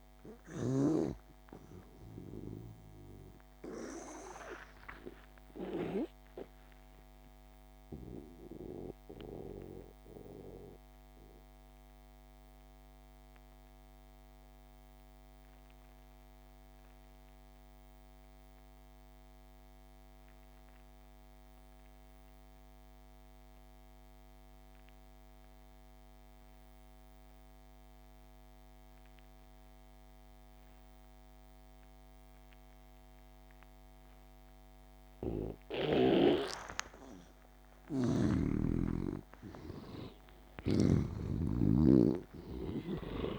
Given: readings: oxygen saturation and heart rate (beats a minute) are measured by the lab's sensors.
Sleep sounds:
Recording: breathing in sleep by a microphone on the trachea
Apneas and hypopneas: 1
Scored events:
0.00-14.00 s: oxygen desaturation (device-marked, oxygen 82% lowest)
5.50-36.00 s: mixed apnea (oxygen 98% before, 76% lowest)
31.00-43.39 s: oxygen desaturation (device-marked, oxygen 97% before, 76% lowest)
36.50-41.00 s: arousal
41.00-43.39 s: snoring (device-marked)
From the record:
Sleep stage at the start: N2 (light sleep)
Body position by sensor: on the back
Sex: male

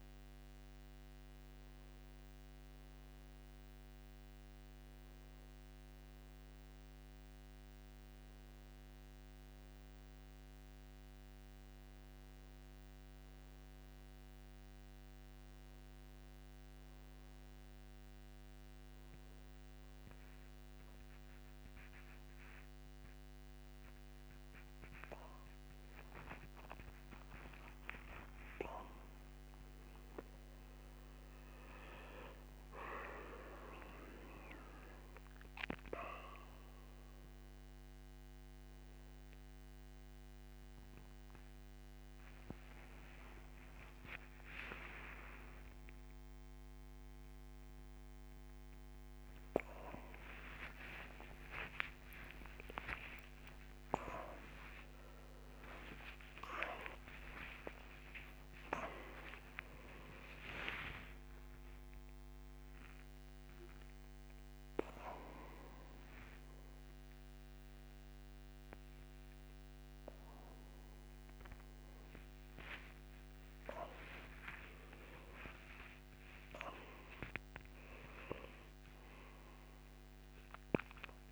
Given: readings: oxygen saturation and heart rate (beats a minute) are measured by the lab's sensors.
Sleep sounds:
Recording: a person awake in a sleep study, by a microphone on the trachea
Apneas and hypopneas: none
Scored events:
14.00-81.32 s: new sleep stage, awake
15.00-38.00 s: oxygen desaturation (device-marked, oxygen 96% before, 91% lowest, heart rate 157 before, 158 extreme)
From the record:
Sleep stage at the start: N1 (lightest sleep)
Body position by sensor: on the back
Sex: male

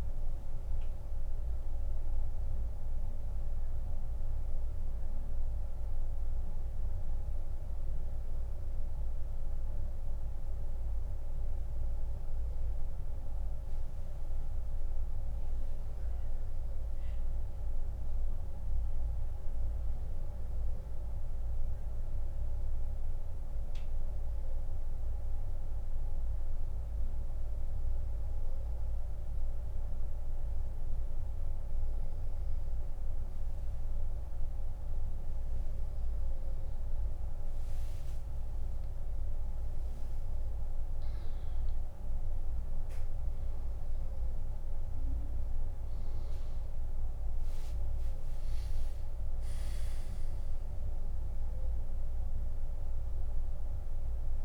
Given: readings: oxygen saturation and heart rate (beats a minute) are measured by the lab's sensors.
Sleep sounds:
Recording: breathing in sleep, hard to hear, by a room microphone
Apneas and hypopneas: 1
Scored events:
0.00-42.50 s: oxygen desaturation (device-marked, oxygen 86% lowest, heart rate 61 extreme)
4.50-33.50 s: central apnea (oxygen 98% before, 86% lowest, heart rate 92 before, 61 extreme, up 24 after)
38.00-41.50 s: arousal
From the record:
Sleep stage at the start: N2 (light sleep)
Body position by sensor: on the back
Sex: male

